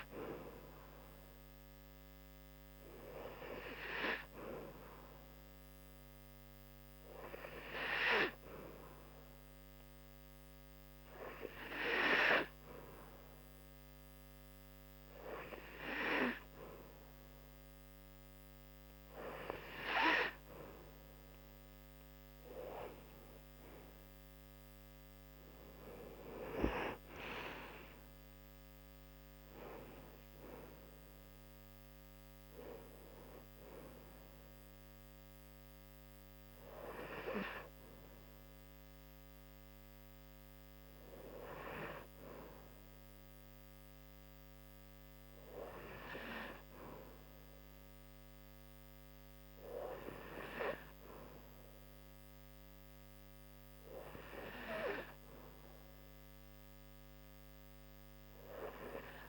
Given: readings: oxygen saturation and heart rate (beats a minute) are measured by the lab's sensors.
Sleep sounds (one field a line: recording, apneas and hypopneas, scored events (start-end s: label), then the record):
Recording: breathing in sleep by a microphone on the trachea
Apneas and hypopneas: 1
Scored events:
4.50-20.00 s: hypopnea (oxygen 94% before, 92% lowest, heart rate 75 before, 71 extreme, up 6 after)
22.50-26.50 s: arousal
From the record:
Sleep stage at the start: N2 (light sleep)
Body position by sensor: on the back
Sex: female